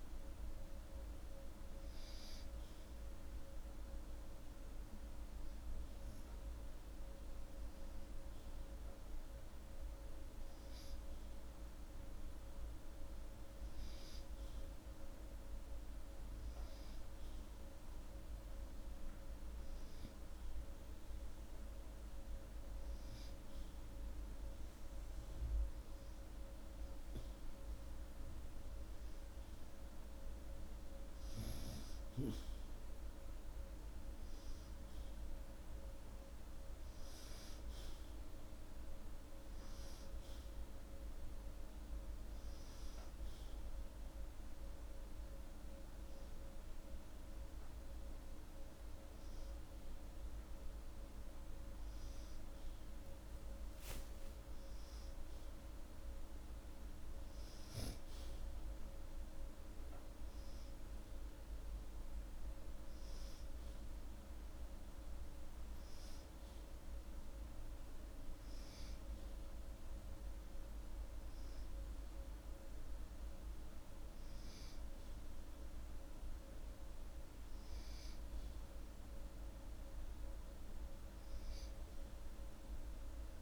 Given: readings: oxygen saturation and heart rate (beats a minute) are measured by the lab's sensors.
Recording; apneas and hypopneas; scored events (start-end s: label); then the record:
breathing in sleep, hard to hear, by a room microphone; none
none scored
From the record:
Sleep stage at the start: N2 (light sleep); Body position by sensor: upright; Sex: male